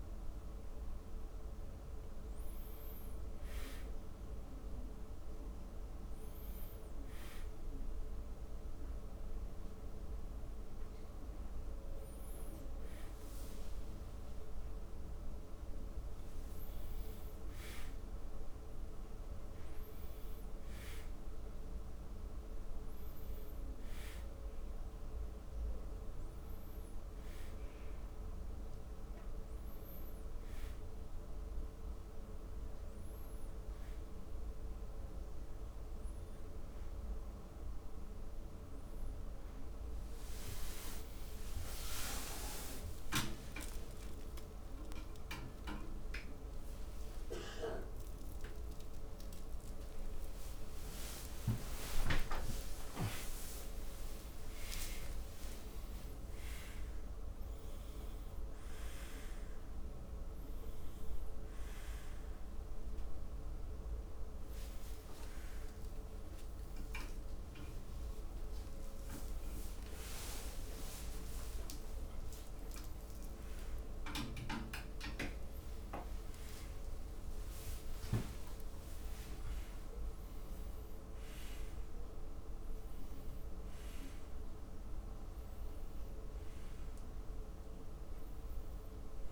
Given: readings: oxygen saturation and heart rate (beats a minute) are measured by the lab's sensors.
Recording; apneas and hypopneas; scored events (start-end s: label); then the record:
a person partly awake in a sleep study, by a room microphone; none
47.50-49.50 s: long interval between heartbeats (device-marked, heart rate 84 before, 97 extreme)
50.50-80.50 s: new sleep stage, awake
51.50-53.50 s: long interval between heartbeats (device-marked, heart rate 87 before, 112 extreme)
54.00-56.00 s: long interval between heartbeats (device-marked, heart rate 90 before, 116 extreme)
80.50-89.32 s: new sleep stage, N1 (lightest sleep)
From the record:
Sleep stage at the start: N1 (lightest sleep); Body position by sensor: on the back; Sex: male